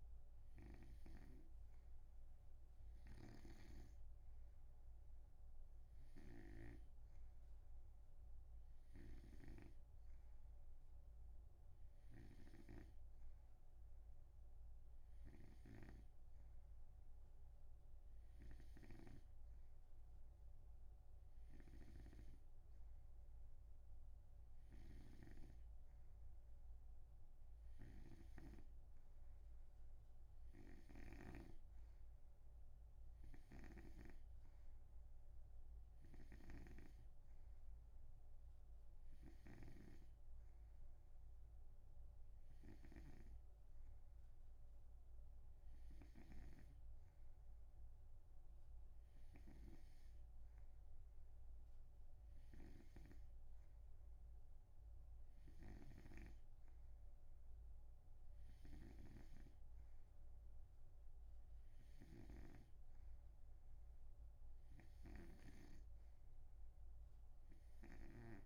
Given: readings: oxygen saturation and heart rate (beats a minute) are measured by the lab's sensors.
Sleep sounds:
breathing in sleep by a room microphone; none
0.00-1.50 s: snoring (device-marked)
3.50-7.00 s: snoring (device-marked)
34.00-40.50 s: snoring (device-marked)
65.50-68.46 s: snoring (device-marked)
From the record:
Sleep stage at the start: N2 (light sleep); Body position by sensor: on the right side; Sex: male

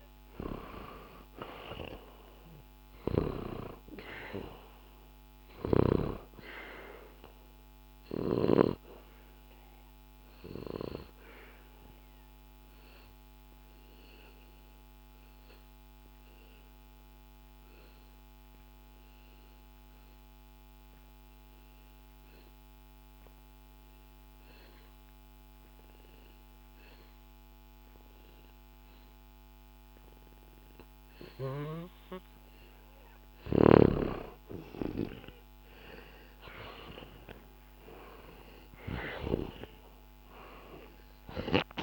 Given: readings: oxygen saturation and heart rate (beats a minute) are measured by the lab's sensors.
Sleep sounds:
breathing in sleep by a microphone on the trachea; 1
0.00-2.50 s: arousal
6.50-32.50 s: obstructive apnea (oxygen 97% before, 89% lowest, heart rate 67 before, 65 extreme, up 2 after)
8.00-26.00 s: oxygen desaturation (device-marked, oxygen 97% before, 91% lowest, heart rate 66 before, 65 extreme)
33.00-39.00 s: snoring (device-marked)
35.00-41.82 s: oxygen desaturation (device-marked, oxygen 97% before, 89% lowest, heart rate 68 before, 60 extreme)
36.00-41.00 s: arousal
From the record:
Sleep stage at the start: N2 (light sleep); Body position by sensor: on the back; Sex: male

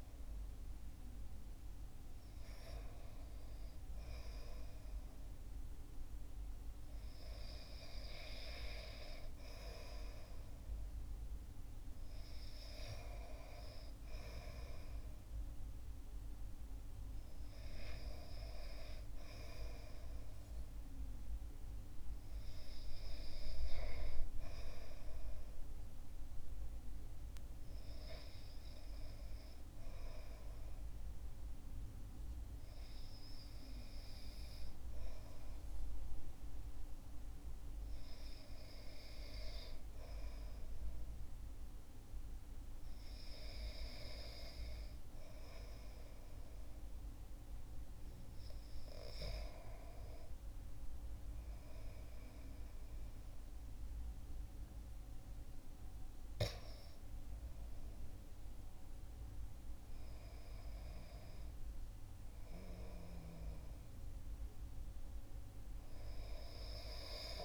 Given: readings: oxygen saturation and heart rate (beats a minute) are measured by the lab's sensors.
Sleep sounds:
breathing in sleep by a room microphone; 1
25.50-39.50 s: hypopnea (oxygen 98% before, 96% lowest, heart rate 62 before, 61 extreme, up 4 after)
43.50-48.00 s: arousal
From the record:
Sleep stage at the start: REM sleep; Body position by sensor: on the back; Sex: male

